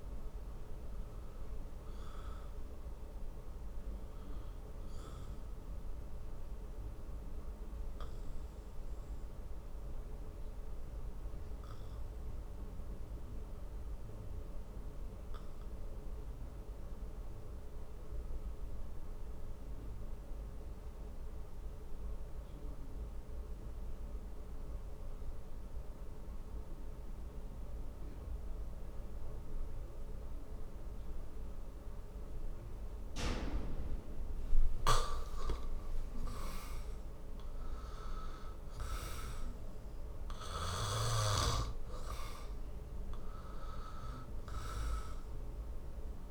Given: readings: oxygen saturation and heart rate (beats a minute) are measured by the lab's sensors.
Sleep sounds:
breathing in sleep by a room microphone; 1
5.50-34.00 s: obstructive apnea (oxygen 96% before, 86% lowest, heart rate 65 before, 47 extreme, up 5 after)
17.00-28.00 s: oxygen desaturation (device-marked, oxygen 93% before, 86% lowest, heart rate 56 before, 49 extreme)
34.50-41.00 s: snoring (device-marked)
35.50-40.50 s: arousal
From the record:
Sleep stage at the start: N2 (light sleep); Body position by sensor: on the back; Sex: male

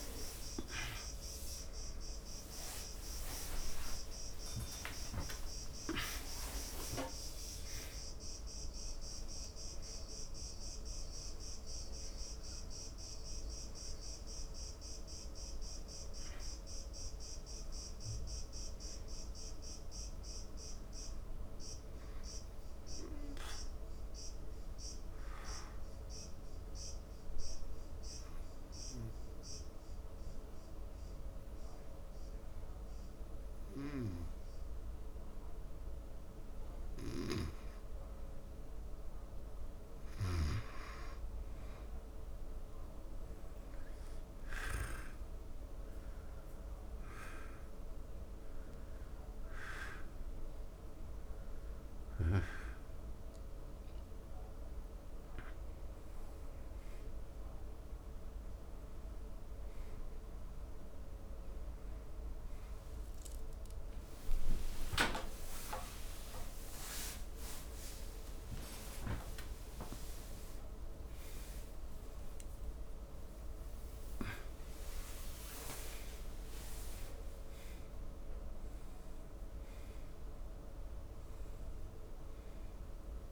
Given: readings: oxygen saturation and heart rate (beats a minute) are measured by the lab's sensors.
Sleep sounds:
breathing in sleep by a room microphone; 1
0.00-1.00 s: long interval between heartbeats (device-marked, heart rate 92 extreme)
0.00-6.00 s: arousal
0.00-20.00 s: oxygen desaturation (device-marked, oxygen 87% lowest, heart rate 69 extreme)
27.50-41.00 s: hypopnea (oxygen 96% before, 87% lowest, heart rate 82 before, 69 extreme, up 6 after)
42.00-45.00 s: arousal
50.00-70.00 s: oxygen desaturation (device-marked, oxygen 96% before, 87% lowest, heart rate 72 before, 76 extreme)
64.50-66.50 s: long interval between heartbeats (device-marked, heart rate 78 before, 91 extreme)
65.00-71.00 s: arousal
75.00-83.32 s: new sleep stage, N2 (light sleep)
From the record:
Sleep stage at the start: N1 (lightest sleep); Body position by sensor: on the back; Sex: male

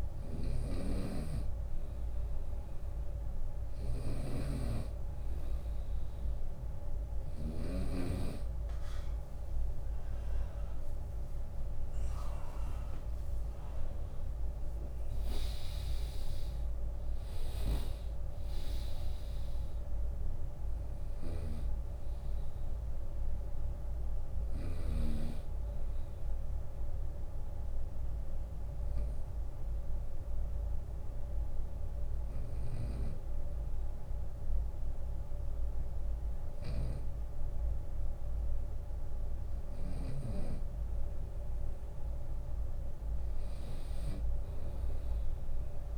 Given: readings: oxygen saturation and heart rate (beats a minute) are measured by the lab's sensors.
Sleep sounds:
breathing in sleep by a room microphone; 1
0.00-1.00 s: long interval between heartbeats (device-marked, heart rate 68 extreme)
0.00-5.00 s: bradycardia (device-marked, heart rate 73 before, 55 extreme)
0.00-7.00 s: snoring (device-marked)
1.50-3.50 s: long interval between heartbeats (device-marked, heart rate 64 before, 65 extreme)
5.00-7.00 s: long interval between heartbeats (device-marked, heart rate 65 before, 50 extreme)
7.00-23.00 s: oxygen desaturation (device-marked, oxygen 99% before, 95% lowest, heart rate 65 before, 44 extreme)
8.00-22.00 s: drop in pulse transit time (device-marked, heart rate 64 before, 59 extreme)
8.50-10.50 s: long interval between heartbeats (device-marked, heart rate 64 before, 60 extreme)
13.50-15.50 s: long interval between heartbeats (device-marked, heart rate 64 before, 77 extreme)
16.00-18.00 s: long interval between heartbeats (device-marked, heart rate 66 before, 72 extreme)
19.00-21.00 s: long interval between heartbeats (device-marked, heart rate 65 before, 59 extreme)
20.00-24.00 s: snoring (device-marked)
27.50-39.50 s: hypopnea (oxygen 99% before, 94% lowest, heart rate 66 before, 44 extreme, up 26 after)
29.00-31.00 s: long interval between heartbeats (device-marked, heart rate 68 before, 63 extreme)
31.00-41.00 s: bradycardia (device-marked, heart rate 72 before, 44 extreme)
32.50-34.50 s: long interval between heartbeats (device-marked, heart rate 68 before, 64 extreme)
36.50-38.50 s: long interval between heartbeats (device-marked, heart rate 65 before, 48 extreme)
40.50-42.50 s: long interval between heartbeats (device-marked, heart rate 60 before, 55 extreme)
42.00-45.97 s: arousal
From the record:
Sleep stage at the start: N2 (light sleep); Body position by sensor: on the right side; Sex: male

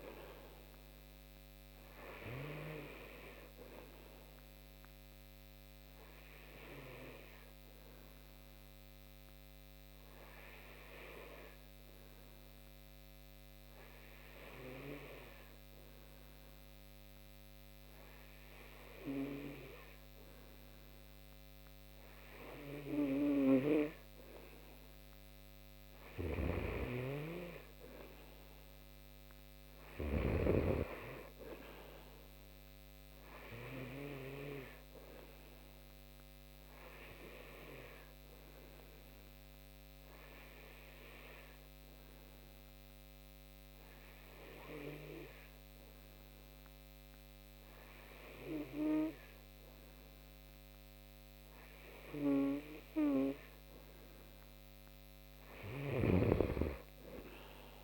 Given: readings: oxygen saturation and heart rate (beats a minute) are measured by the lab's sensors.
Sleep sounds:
breathing in sleep by a microphone on the trachea; 2
5.00-19.00 s: obstructive apnea (oxygen 93% before, 89% lowest)
21.50-24.00 s: arousal
25.50-29.50 s: snoring (device-marked)
39.00-51.50 s: hypopnea (oxygen 93% before, 89% lowest)
55.00-57.50 s: arousal
55.00-57.83 s: snoring (device-marked)
From the record:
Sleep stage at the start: N2 (light sleep); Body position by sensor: on the right side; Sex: male

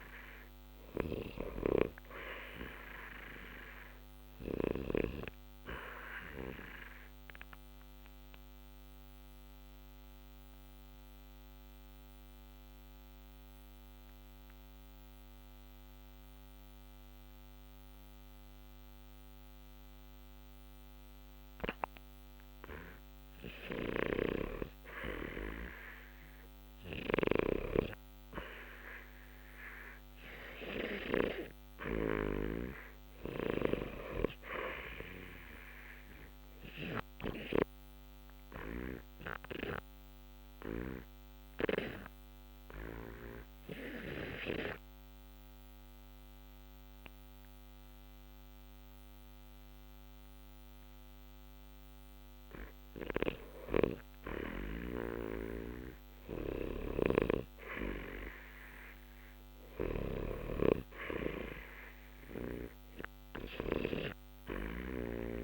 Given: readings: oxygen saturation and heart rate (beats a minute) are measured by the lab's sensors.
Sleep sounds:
breathing in sleep by a microphone on the trachea; 2
0.00-23.00 s: oxygen desaturation (device-marked, oxygen 82% lowest, heart rate 60 extreme)
6.00-21.00 s: obstructive apnea (oxygen 94% before, 82% lowest, heart rate 61 before, 60 extreme, up 0 after)
19.00-65.44 s: new sleep stage, REM sleep
24.00-27.50 s: arousal
35.50-51.00 s: obstructive apnea (oxygen 91% before, 83% lowest, heart rate 60 before, 60 extreme, up 0 after)
37.00-64.00 s: oxygen desaturation (device-marked, oxygen 91% before, 84% lowest, heart rate 60 before, 60 extreme)
54.50-59.00 s: arousal
From the record:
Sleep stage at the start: N2 (light sleep); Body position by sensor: on the back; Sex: male

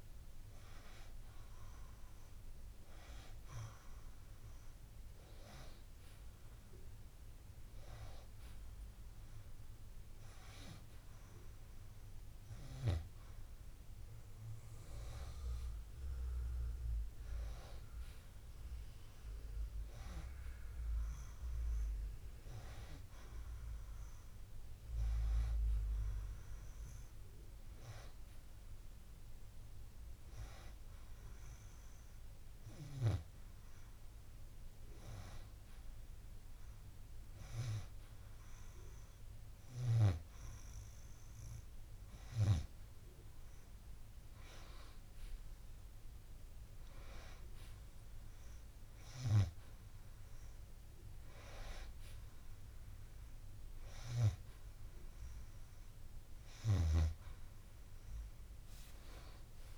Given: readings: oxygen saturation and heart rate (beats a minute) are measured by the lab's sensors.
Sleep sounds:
breathing in sleep by a room microphone; 1
25.00-28.50 s: arousal
31.00-42.50 s: hypopnea (oxygen 95% before, 91% lowest, heart rate 58 before, 53 extreme, up 8 after)
From the record:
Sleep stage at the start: N2 (light sleep); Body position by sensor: on the back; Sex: male

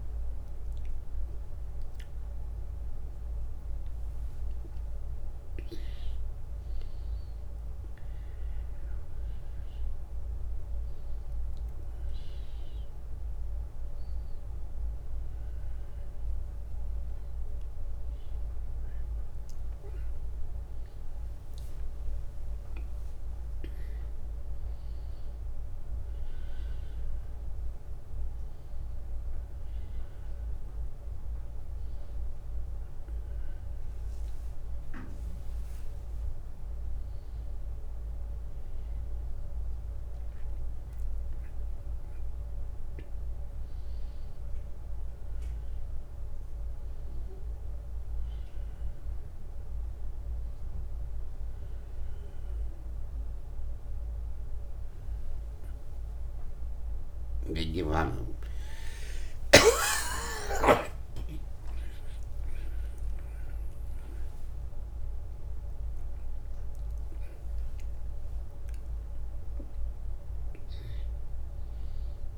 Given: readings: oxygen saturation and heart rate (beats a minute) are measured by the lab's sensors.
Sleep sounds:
a person awake in a sleep study, by a room microphone; none
none scored
From the record:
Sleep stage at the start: awake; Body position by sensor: on the back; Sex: male

